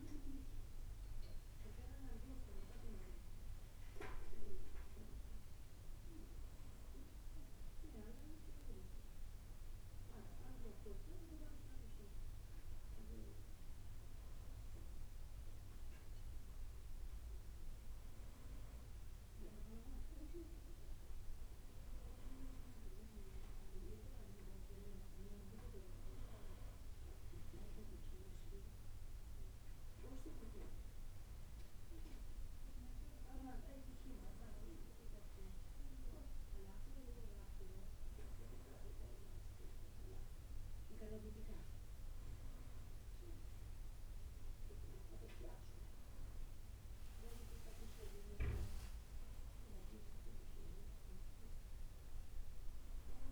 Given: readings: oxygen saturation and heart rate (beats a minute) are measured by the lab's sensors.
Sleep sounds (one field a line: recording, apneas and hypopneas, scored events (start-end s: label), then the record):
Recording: a person awake in a sleep study, by a room microphone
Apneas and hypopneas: none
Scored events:
none scored
From the record:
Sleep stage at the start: awake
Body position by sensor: on the back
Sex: male